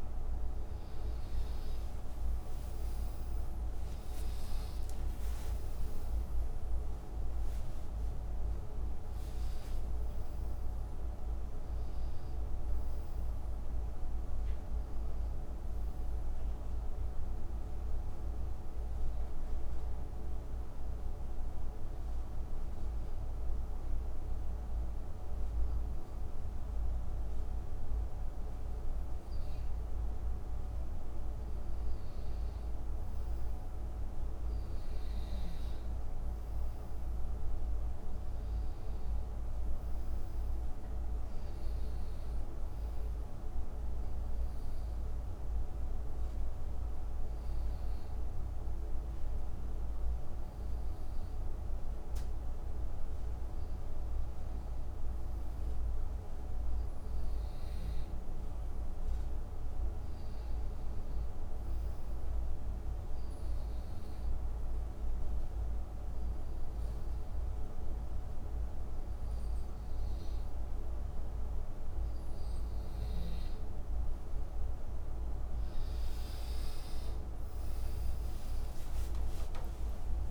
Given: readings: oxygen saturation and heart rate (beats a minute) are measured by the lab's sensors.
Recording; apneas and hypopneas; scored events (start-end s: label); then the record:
breathing in sleep, hard to hear, by a room microphone; 3
0.00-9.00 s: oxygen desaturation (device-marked, oxygen 90% lowest, heart rate 68 extreme)
2.50-11.00 s: arousal
20.00-33.00 s: hypopnea (oxygen 95% before, 86% lowest, heart rate 100 before, 68 extreme, up 8 after)
33.00-45.00 s: oxygen desaturation (device-marked, oxygen 94% before, 86% lowest, heart rate 72 before, 68 extreme)
35.50-39.50 s: arousal
43.50-53.50 s: hypopnea (oxygen 95% before, 86% lowest, heart rate 72 before, 68 extreme, up 3 after)
54.50-59.00 s: arousal
59.00-67.00 s: oxygen desaturation (device-marked, oxygen 93% before, 90% lowest, heart rate 72 before, 72 extreme)
64.00-74.50 s: obstructive apnea (oxygen 93% before, 86% lowest, heart rate 71 before, 66 extreme, up 23 after)
76.50-80.31 s: arousal
78.00-80.31 s: oxygen desaturation (device-marked, oxygen 92% before, 88% lowest, heart rate 73 before, 66 extreme)
From the record:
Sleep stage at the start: N2 (light sleep); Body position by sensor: on the back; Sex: male